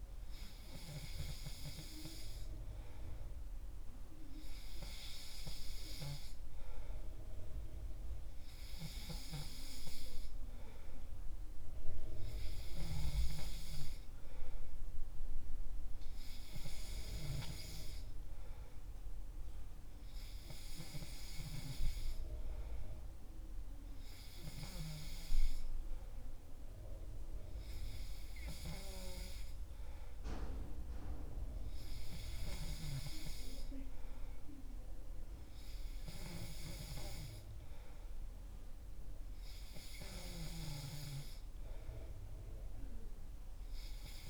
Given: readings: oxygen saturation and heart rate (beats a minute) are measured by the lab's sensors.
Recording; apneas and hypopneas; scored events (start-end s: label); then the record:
breathing in sleep by a room microphone; none
none scored
From the record:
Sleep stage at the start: N3 (deep sleep); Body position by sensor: on the back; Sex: male